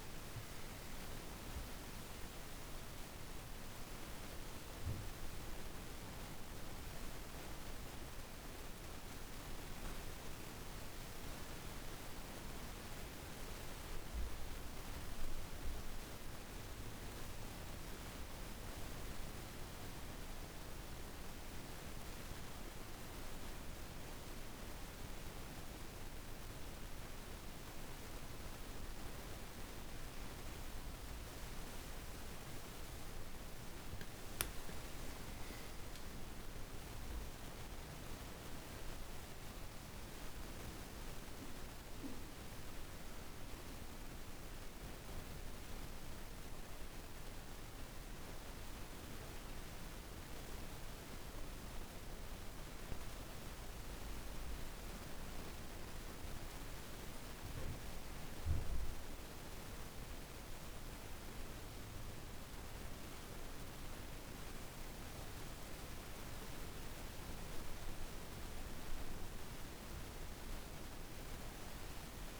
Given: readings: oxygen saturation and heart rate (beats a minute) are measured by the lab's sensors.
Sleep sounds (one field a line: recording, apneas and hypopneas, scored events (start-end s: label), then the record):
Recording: a person partly awake in a sleep study, hard to hear, by a room microphone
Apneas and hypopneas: none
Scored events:
35.50-65.50 s: new sleep stage, awake
65.50-72.40 s: new sleep stage, N1 (lightest sleep)
From the record:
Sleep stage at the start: N1 (lightest sleep)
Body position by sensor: on the back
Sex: female